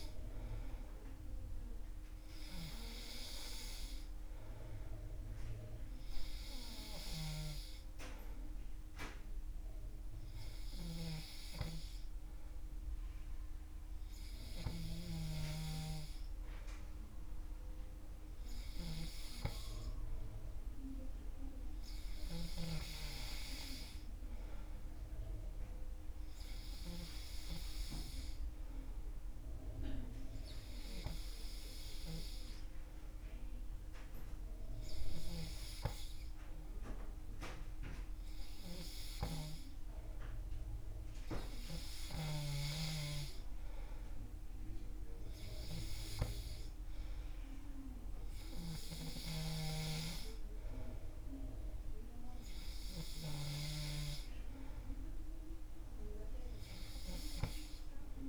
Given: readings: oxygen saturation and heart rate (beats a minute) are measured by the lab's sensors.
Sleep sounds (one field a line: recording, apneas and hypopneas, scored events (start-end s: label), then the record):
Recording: breathing in sleep by a room microphone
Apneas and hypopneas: none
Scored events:
none scored
From the record:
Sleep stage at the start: N3 (deep sleep)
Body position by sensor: on the back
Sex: male